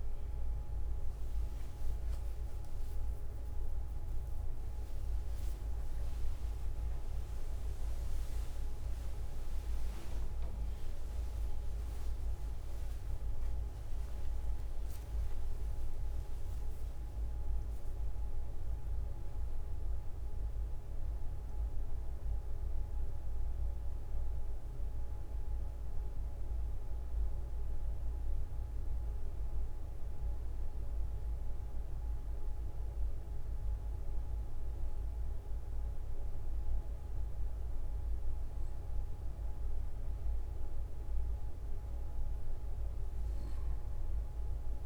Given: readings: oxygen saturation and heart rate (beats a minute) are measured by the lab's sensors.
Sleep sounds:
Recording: breathing in sleep, hard to hear, by a room microphone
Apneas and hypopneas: 1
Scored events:
4.50-6.50 s: long interval between heartbeats (device-marked, heart rate 47 before, 50 extreme)
5.50-10.50 s: arousal
8.00-10.00 s: long interval between heartbeats (device-marked, heart rate 47 before, 51 extreme)
10.00-12.00 s: long interval between heartbeats (device-marked, heart rate 48 before, 61 extreme)
26.00-39.00 s: obstructive apnea (oxygen 95% before, 94% lowest, heart rate 57 before, 44 extreme, up 4 after)
42.50-44.86 s: arousal
From the record:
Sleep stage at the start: N2 (light sleep)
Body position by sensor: on the right side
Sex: male

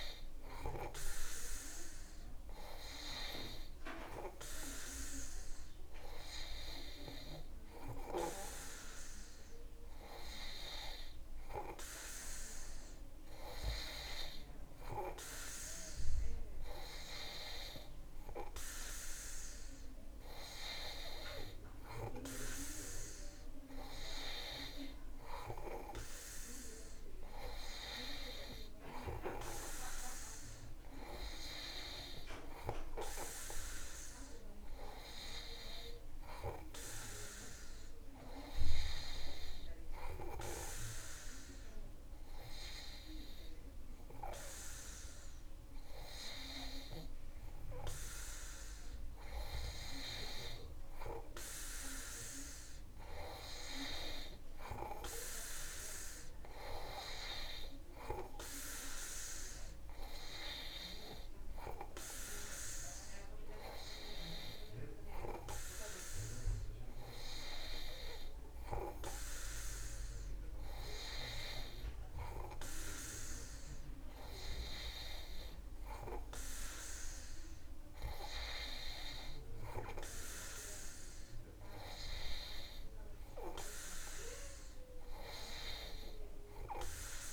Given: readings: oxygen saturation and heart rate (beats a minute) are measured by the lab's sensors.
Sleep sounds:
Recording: breathing in sleep by a room microphone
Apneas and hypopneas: none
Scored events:
none scored
From the record:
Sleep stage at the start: N2 (light sleep)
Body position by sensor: on the back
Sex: male

